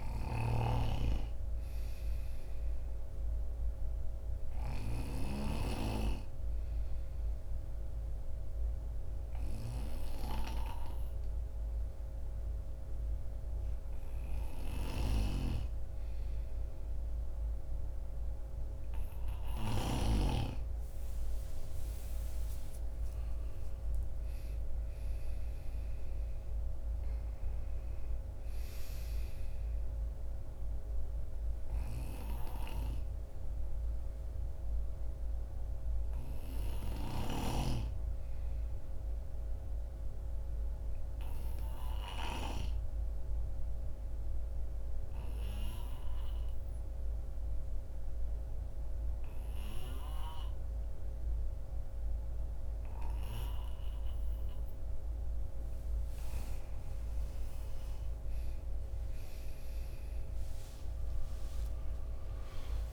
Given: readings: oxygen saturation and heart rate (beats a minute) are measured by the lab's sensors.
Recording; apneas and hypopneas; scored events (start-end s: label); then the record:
breathing in sleep by a room microphone; 2
0.00-5.50 s: snoring (device-marked)
1.50-19.50 s: oxygen desaturation (device-marked, oxygen 96% before, 92% lowest)
4.00-19.50 s: obstructive apnea (oxygen 96% before, 87% lowest)
21.00-25.00 s: arousal
31.00-56.00 s: obstructive apnea (oxygen 95% before, 87% lowest)
61.00-62.93 s: arousal
From the record:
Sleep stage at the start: N2 (light sleep); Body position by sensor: on the right side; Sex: male